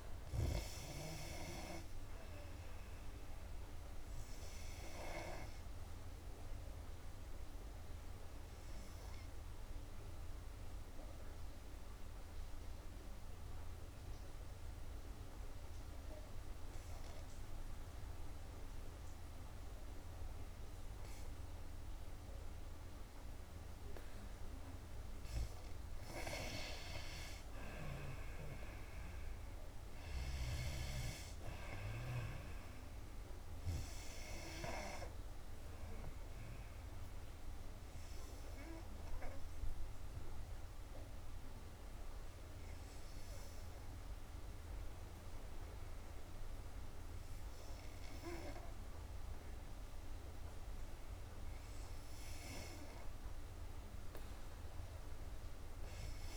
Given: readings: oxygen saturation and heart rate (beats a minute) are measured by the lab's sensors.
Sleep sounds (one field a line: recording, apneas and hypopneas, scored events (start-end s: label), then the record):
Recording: breathing in sleep by a room microphone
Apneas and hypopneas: 2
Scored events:
0.00-22.50 s: oxygen desaturation (device-marked, oxygen 88% lowest, heart rate 55 extreme)
6.50-24.00 s: obstructive apnea (oxygen 96% before, 88% lowest, heart rate 65 before, 55 extreme, up 8 after)
27.50-31.00 s: arousal
35.50-52.00 s: obstructive apnea (oxygen 95% before, 88% lowest, heart rate 62 before, 58 extreme, up 5 after)
35.50-54.50 s: oxygen desaturation (device-marked, oxygen 95% before, 88% lowest, heart rate 62 before, 58 extreme)
54.00-56.37 s: arousal
From the record:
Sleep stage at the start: N2 (light sleep)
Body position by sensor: on the back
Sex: female